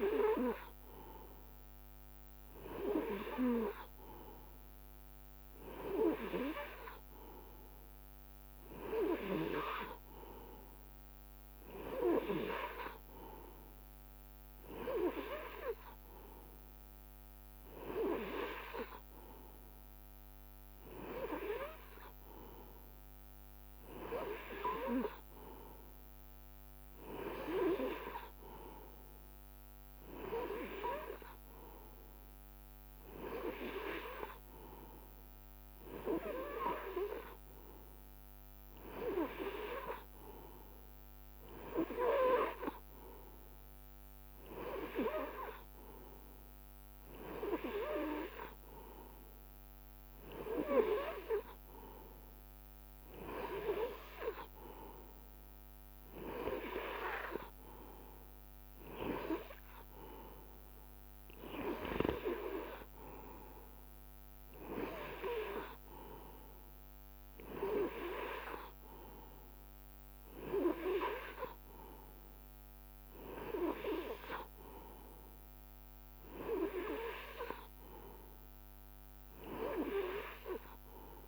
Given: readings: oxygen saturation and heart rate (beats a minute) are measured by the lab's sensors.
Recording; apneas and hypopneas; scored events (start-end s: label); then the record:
breathing in sleep by a microphone on the trachea; none
none scored
From the record:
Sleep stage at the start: N2 (light sleep); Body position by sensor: on the right side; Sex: male